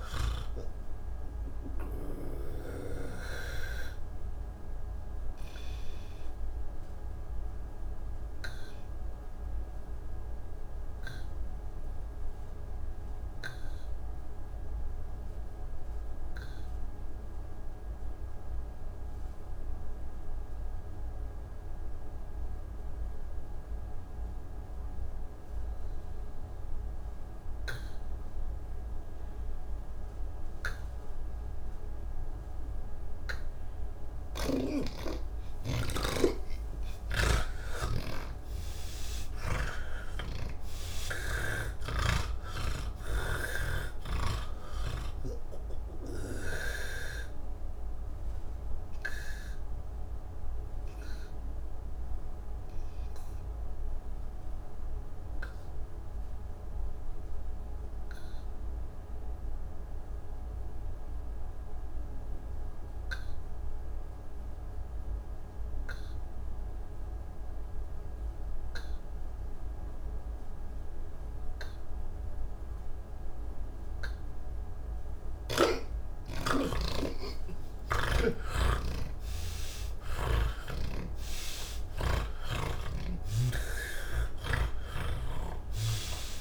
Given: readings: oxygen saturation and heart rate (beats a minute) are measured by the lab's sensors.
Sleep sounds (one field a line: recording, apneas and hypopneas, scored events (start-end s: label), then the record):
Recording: breathing in sleep by a room microphone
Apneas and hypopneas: 2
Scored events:
0.00-2.00 s: snoring (device-marked)
2.50-17.50 s: oxygen desaturation (device-marked, oxygen 91% before, 75% lowest, heart rate 148 before, 95 extreme)
4.50-34.50 s: obstructive apnea (oxygen 98% before, 75% lowest, heart rate 150 before, 95 extreme, up 35 after)
29.50-63.50 s: oxygen desaturation (device-marked, oxygen 98% before, 79% lowest, heart rate 137 before, 95 extreme)
34.00-40.50 s: snoring (device-marked)
42.50-46.50 s: snoring (device-marked)
47.50-73.50 s: obstructive apnea (oxygen 98% before, 79% lowest, heart rate 114 before, 98 extreme, up 53 after)
79.50-86.41 s: oxygen desaturation (device-marked, oxygen 96% before, 79% lowest, heart rate 131 before, 43 extreme)
85.00-86.41 s: snoring (device-marked)
From the record:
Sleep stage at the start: N1 (lightest sleep)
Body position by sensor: on the back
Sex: male